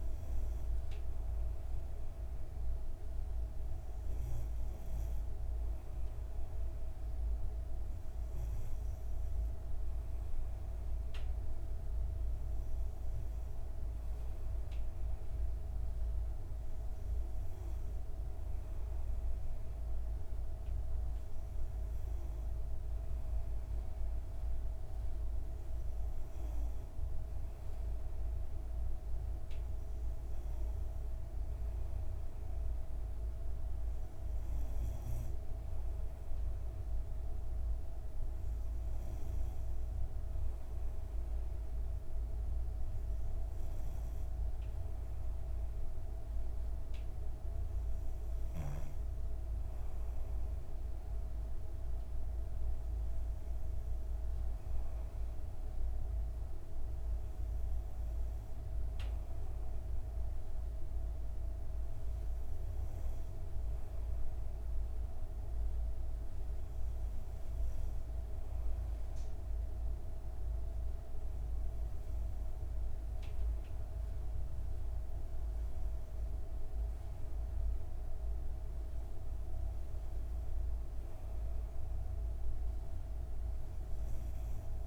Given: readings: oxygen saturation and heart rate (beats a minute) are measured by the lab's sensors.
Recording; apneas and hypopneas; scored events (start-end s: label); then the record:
breathing in sleep, hard to hear, by a room microphone; none
none scored
From the record:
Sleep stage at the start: N2 (light sleep); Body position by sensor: on the back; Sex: female